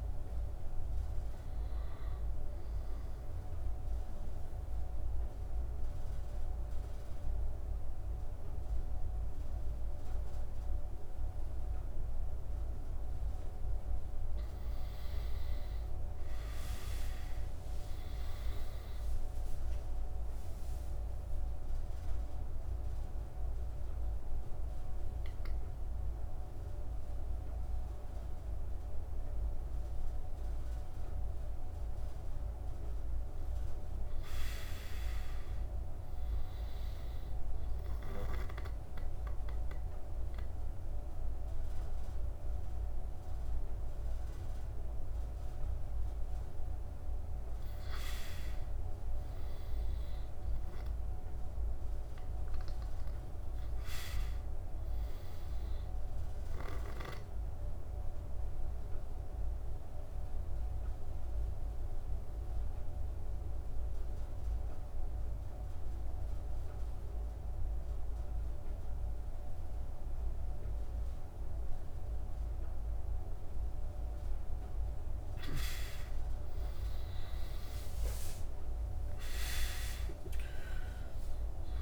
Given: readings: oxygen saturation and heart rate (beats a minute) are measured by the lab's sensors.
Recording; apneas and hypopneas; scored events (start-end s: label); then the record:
breathing in sleep, hard to hear, by a room microphone; 4
0.00-1.50 s: arousal
3.50-14.00 s: mixed apnea (oxygen 97% before, 91% lowest, heart rate 96 before, 75 extreme, up 10 after)
15.00-18.00 s: arousal
20.00-32.50 s: mixed apnea (oxygen 97% before, 91% lowest, heart rate 81 before, 76 extreme, up 3 after)
20.00-37.00 s: oxygen desaturation (device-marked, oxygen 97% before, 91% lowest, heart rate 81 before, 76 extreme)
33.50-36.00 s: arousal
37.50-48.00 s: obstructive apnea (oxygen 97% before, 92% lowest, heart rate 84 before, 76 extreme, up 11 after)
49.00-52.00 s: arousal
57.00-74.00 s: obstructive apnea (oxygen 98% before, 89% lowest, heart rate 82 before, 77 extreme, up 11 after)
75.50-80.00 s: arousal
78.00-81.82 s: oxygen desaturation (device-marked, oxygen 97% before, 92% lowest, heart rate 80 before, 73 extreme)
From the record:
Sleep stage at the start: N2 (light sleep); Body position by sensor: on the right side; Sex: male